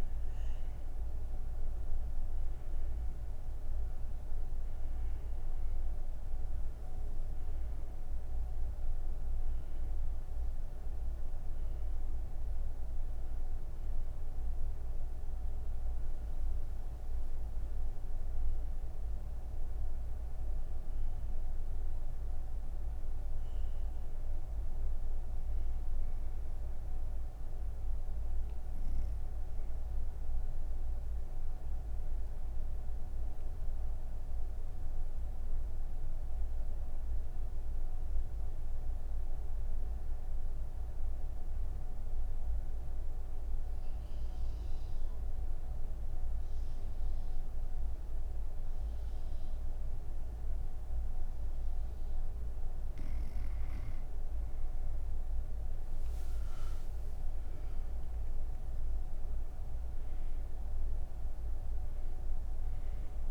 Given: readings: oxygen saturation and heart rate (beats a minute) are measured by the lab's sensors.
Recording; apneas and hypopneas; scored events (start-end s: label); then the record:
breathing in sleep, hard to hear, by a room microphone; none
13.00-38.00 s: oxygen desaturation (device-marked, oxygen 95% before, 89% lowest)
57.00-63.31 s: oxygen desaturation (device-marked, oxygen 99% before, 89% lowest)
From the record:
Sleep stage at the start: N1 (lightest sleep); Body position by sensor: on the right side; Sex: female